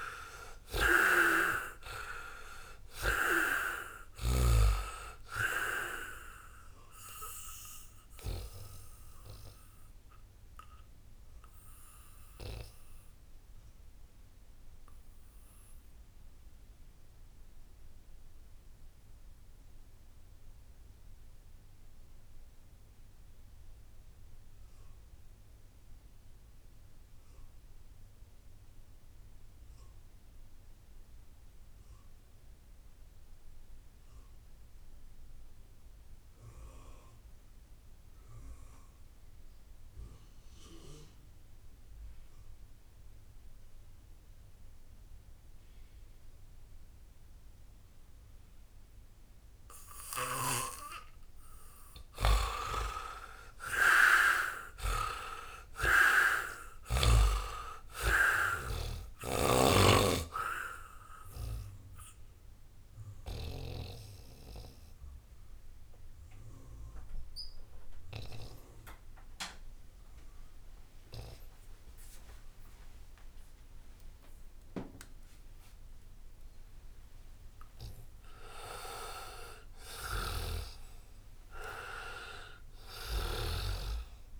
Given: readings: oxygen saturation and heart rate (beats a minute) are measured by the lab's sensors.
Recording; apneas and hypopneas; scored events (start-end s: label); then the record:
breathing in sleep by a room microphone; 2
0.00-1.00 s: arousal
0.00-4.00 s: snoring (device-marked)
0.00-22.00 s: oxygen desaturation (device-marked, oxygen 64% lowest, heart rate 60 extreme)
6.00-49.50 s: obstructive apnea (oxygen 86% before, 60% lowest, heart rate 66 before, 56 extreme, up 19 after)
24.00-75.00 s: oxygen desaturation (device-marked, oxygen 99% before, 60% lowest, heart rate 83 before, 56 extreme)
51.00-55.00 s: arousal
61.50-78.50 s: mixed apnea (oxygen 91% before, 60% lowest, heart rate 69 before, 79 extreme, up 0 after)
80.00-83.50 s: arousal
82.50-84.40 s: snoring (device-marked)
From the record:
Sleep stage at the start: N2 (light sleep); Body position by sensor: on the back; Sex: male